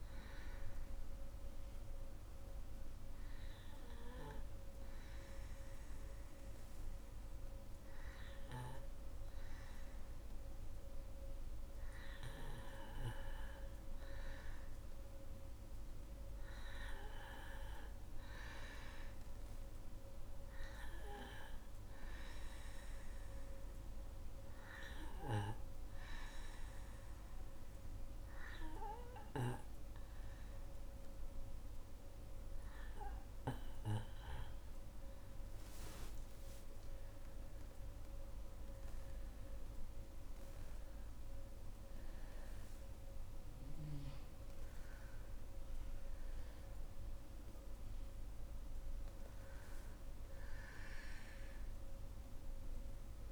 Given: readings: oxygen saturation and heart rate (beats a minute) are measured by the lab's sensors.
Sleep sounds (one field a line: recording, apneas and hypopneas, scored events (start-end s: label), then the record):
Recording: breathing in sleep by a room microphone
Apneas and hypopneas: 2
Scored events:
0.50-13.50 s: obstructive apnea (oxygen 98% before, 91% lowest, heart rate 65 before, 61 extreme, up 6 after)
16.50-20.00 s: arousal
17.00-30.00 s: oxygen desaturation (device-marked, oxygen 97% before, 92% lowest, heart rate 63 before, 62 extreme)
22.50-35.00 s: obstructive apnea (oxygen 97% before, 91% lowest, heart rate 63 before, 61 extreme, up 8 after)
35.50-39.50 s: arousal
40.00-53.31 s: oxygen desaturation (device-marked, oxygen 95% before, 91% lowest, heart rate 68 before, 60 extreme)
From the record:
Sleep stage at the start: N2 (light sleep)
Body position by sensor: on the back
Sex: female